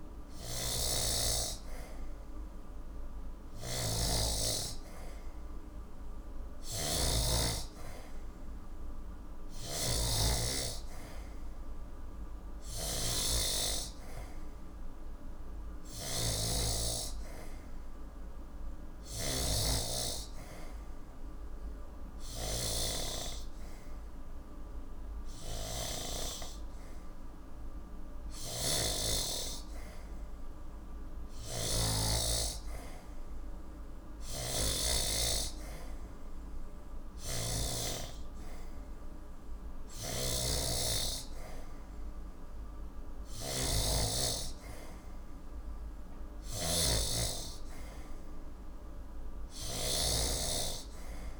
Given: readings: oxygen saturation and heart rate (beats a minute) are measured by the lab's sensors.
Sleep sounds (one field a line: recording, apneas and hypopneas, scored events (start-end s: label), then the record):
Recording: breathing in sleep by a room microphone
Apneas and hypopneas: none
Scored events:
0.00-51.40 s: snoring (device-marked)
From the record:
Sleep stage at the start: N3 (deep sleep)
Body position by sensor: on the back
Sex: male